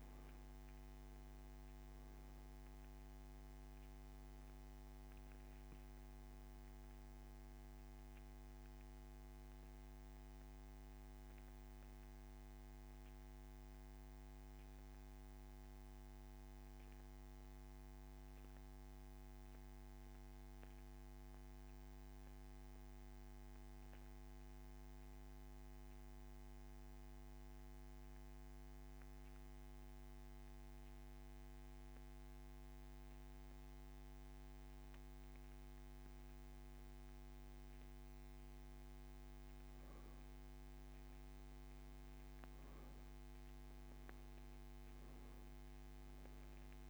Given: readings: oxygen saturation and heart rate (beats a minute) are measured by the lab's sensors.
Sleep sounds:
breathing in sleep, hard to hear, by a microphone on the trachea; 1
6.00-9.50 s: arousal
12.50-39.50 s: mixed apnea (oxygen 95% before, 89% lowest)
43.00-46.90 s: arousal
From the record:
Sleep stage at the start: N2 (light sleep); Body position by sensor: on the back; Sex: male

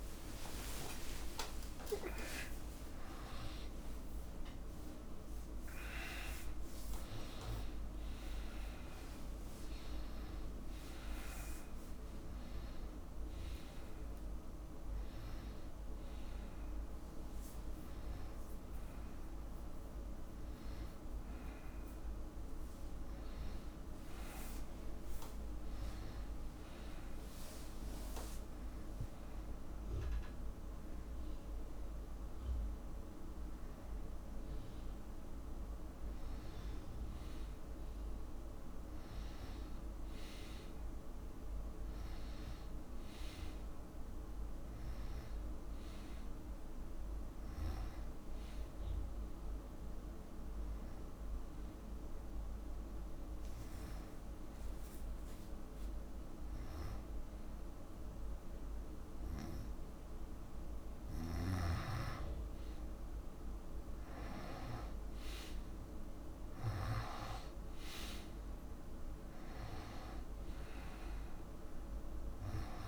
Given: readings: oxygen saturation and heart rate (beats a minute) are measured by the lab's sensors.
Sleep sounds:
a person partly awake in a sleep study, hard to hear, by a room microphone; none
0.00-4.50 s: tachycardia (device-marked, heart rate 106 extreme)
12.50-42.50 s: new sleep stage, N1 (lightest sleep)
42.50-72.88 s: new sleep stage, N2 (light sleep)
From the record:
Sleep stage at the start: awake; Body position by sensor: on the back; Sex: male

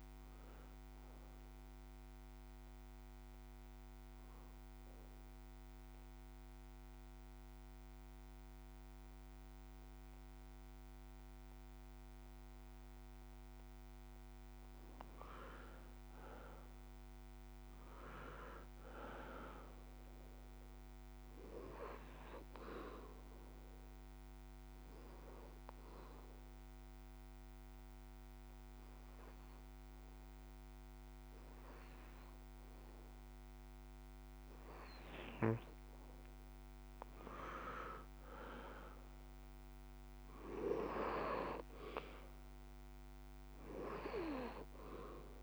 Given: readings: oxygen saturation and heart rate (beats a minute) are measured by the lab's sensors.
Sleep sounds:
breathing in sleep by a microphone on the trachea; 2
0.00-17.50 s: oxygen desaturation (device-marked, oxygen 85% lowest, heart rate 78 extreme)
3.50-14.00 s: obstructive apnea (oxygen 96% before, 85% lowest, heart rate 52 before, 106 extreme, up 16 after)
16.50-20.50 s: arousal
25.00-36.00 s: obstructive apnea (oxygen 91% before, 86% lowest, heart rate 126 before, 113 extreme, up 23 after)
25.50-32.50 s: oxygen desaturation (device-marked, oxygen 96% before, 89% lowest, heart rate 125 before, 113 extreme)
38.00-41.50 s: arousal
40.50-45.43 s: oxygen desaturation (device-marked, oxygen 95% before, 86% lowest, heart rate 143 before, 109 extreme)
From the record:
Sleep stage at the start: N2 (light sleep); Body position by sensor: on the back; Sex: male

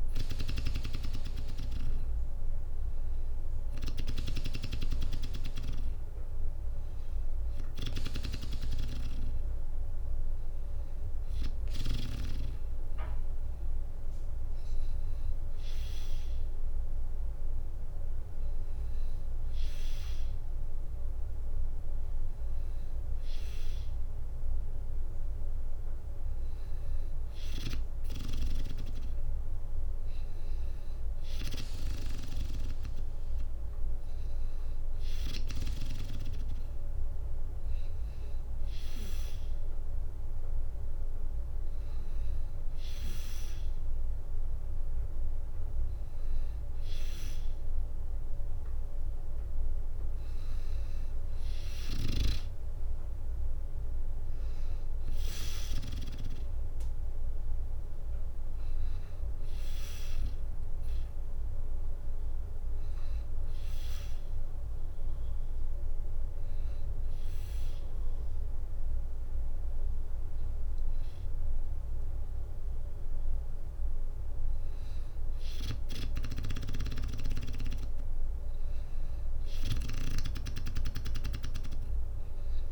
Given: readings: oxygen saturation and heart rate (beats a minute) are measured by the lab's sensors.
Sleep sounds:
breathing in sleep by a room microphone; none
7.00-11.50 s: snoring (device-marked)
49.00-61.00 s: drop in pulse transit time (device-marked, heart rate 64 before, 63 extreme)
65.00-70.00 s: bradycardia (device-marked, heart rate 64 before, 59 extreme)
From the record:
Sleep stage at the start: N2 (light sleep); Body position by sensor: on the back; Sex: female

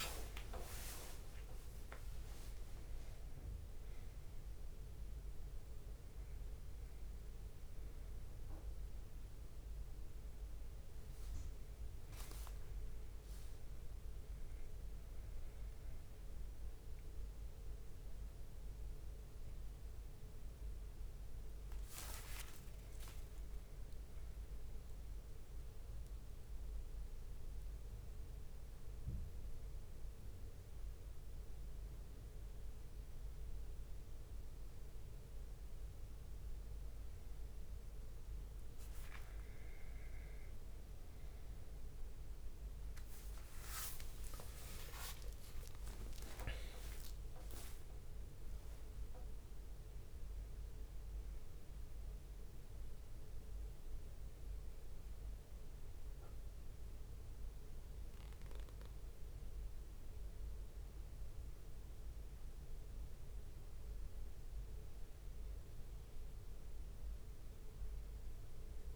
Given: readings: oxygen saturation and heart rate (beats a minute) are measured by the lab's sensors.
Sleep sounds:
a person partly awake in a sleep study, by a room microphone; none
0.00-2.00 s: long interval between heartbeats (device-marked, heart rate 65 before, 87 extreme)
2.00-4.00 s: tachycardia (device-marked, heart rate 76 before, 83 extreme)
5.00-7.00 s: long interval between heartbeats (device-marked, heart rate 70 before, 105 extreme)
7.00-12.00 s: bradycardia (device-marked, heart rate 76 before, 56 extreme)
11.50-18.50 s: leg movement (device-marked)
12.00-14.00 s: long interval between heartbeats (device-marked, heart rate 75 before, 52 extreme)
21.00-29.50 s: leg movement (device-marked)
23.50-25.50 s: long interval between heartbeats (device-marked, heart rate 72 before, 70 extreme)
29.50-38.50 s: leg movement (device-marked)
43.00-50.50 s: leg movement (device-marked)
43.00-59.00 s: tachycardia (device-marked, heart rate 75 before, 144 extreme)
44.50-46.50 s: long interval between heartbeats (device-marked, heart rate 68 before, 78 extreme)
47.00-49.00 s: long interval between heartbeats (device-marked, heart rate 71 before, 126 extreme)
47.00-68.96 s: new sleep stage, awake
49.00-59.00 s: drop in pulse transit time (device-marked, heart rate 77 before, 127 extreme)
49.50-51.50 s: long interval between heartbeats (device-marked, heart rate 77 before, 140 extreme)
51.50-57.50 s: leg movement (device-marked)
53.00-55.00 s: long interval between heartbeats (device-marked, heart rate 91 before, 144 extreme)
58.50-66.00 s: leg movement (device-marked)
59.00-68.96 s: bradycardia (device-marked)
66.50-68.96 s: leg movement (device-marked)
From the record:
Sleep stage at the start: N2 (light sleep); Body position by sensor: on the back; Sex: male

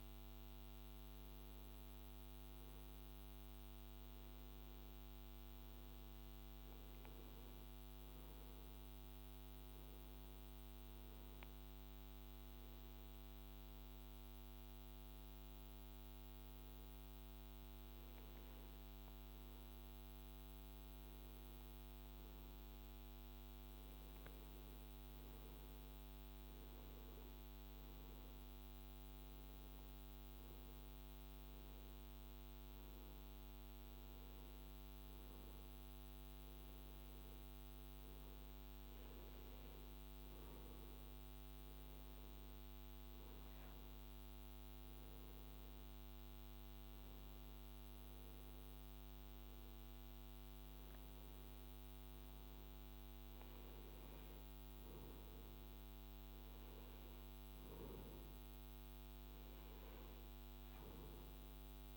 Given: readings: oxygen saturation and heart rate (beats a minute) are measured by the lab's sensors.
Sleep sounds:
breathing in sleep, hard to hear, by a microphone on the trachea; none
none scored
From the record:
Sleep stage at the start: N2 (light sleep); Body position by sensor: on the right side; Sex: male

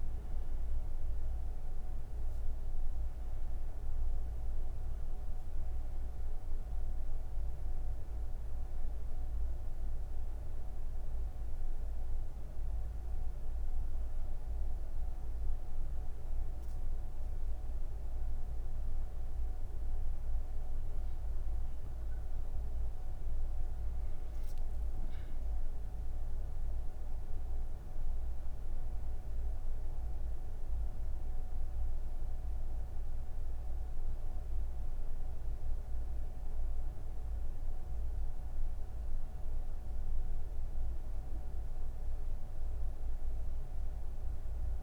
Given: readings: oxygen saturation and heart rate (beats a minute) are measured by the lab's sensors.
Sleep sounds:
breathing in sleep, hard to hear, by a room microphone; none
0.00-28.50 s: oxygen desaturation (device-marked, oxygen 94% lowest, heart rate 150 extreme)
From the record:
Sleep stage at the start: N1 (lightest sleep); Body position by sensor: on the right side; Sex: female

